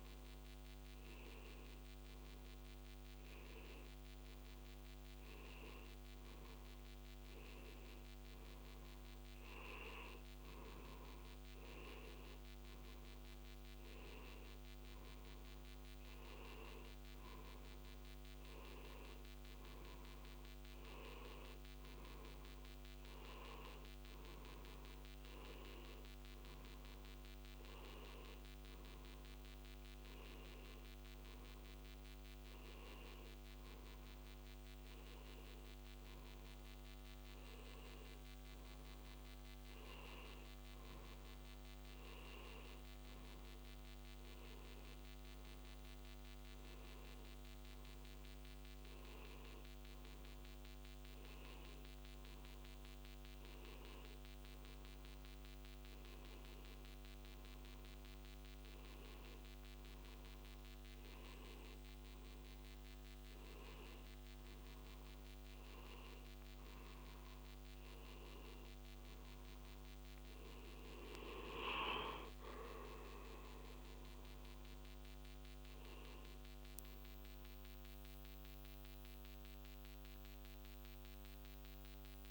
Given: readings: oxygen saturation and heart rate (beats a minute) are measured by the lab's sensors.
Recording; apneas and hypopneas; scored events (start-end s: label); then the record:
breathing in sleep, hard to hear, by a microphone on the trachea; none
none scored
From the record:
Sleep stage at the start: N1 (lightest sleep); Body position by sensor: on the back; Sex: male